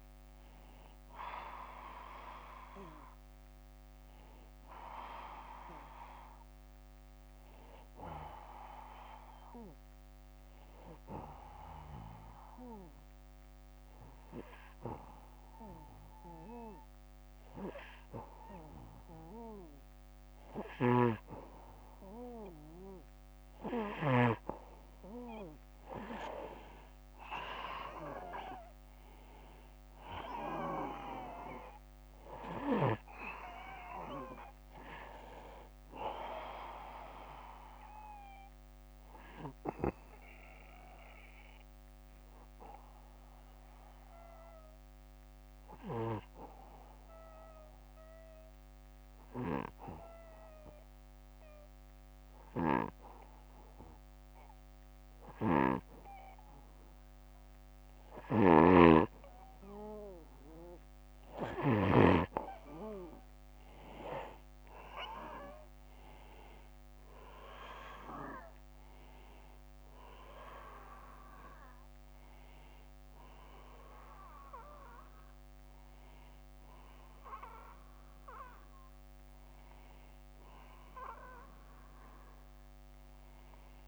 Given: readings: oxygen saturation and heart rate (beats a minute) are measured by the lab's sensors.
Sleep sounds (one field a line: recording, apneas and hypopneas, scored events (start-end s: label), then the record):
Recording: breathing in sleep by a microphone on the trachea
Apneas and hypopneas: 2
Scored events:
10.50-23.00 s: obstructive apnea (oxygen 94% before, 92% lowest, heart rate 67 before, 61 extreme, up 7 after)
20.00-24.00 s: snoring (device-marked)
25.50-29.00 s: arousal
39.50-59.00 s: obstructive apnea (oxygen 96% before, 91% lowest, heart rate 65 before, 61 extreme, up 5 after)
54.50-61.50 s: snoring (device-marked)
73.50-83.88 s: new sleep stage, awake
From the record:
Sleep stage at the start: N2 (light sleep)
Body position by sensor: on the back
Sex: male